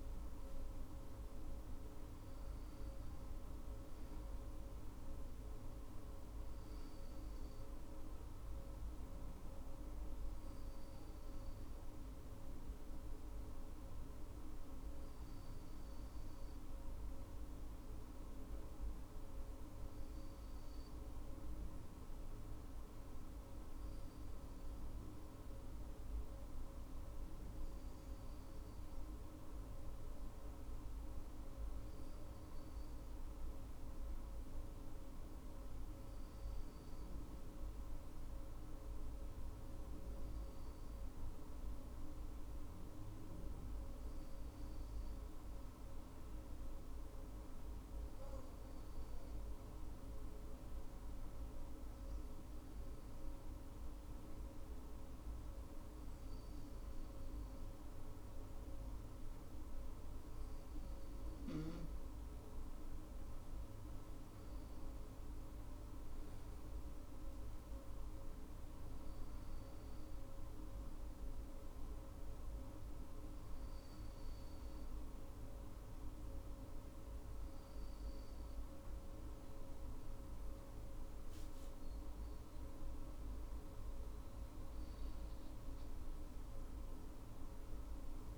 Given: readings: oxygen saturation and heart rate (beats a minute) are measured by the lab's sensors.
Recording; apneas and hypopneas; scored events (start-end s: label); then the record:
breathing in sleep, hard to hear, by a room microphone; none
82.00-86.50 s: arousal
From the record:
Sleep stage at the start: N2 (light sleep); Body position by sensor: on the right side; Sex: female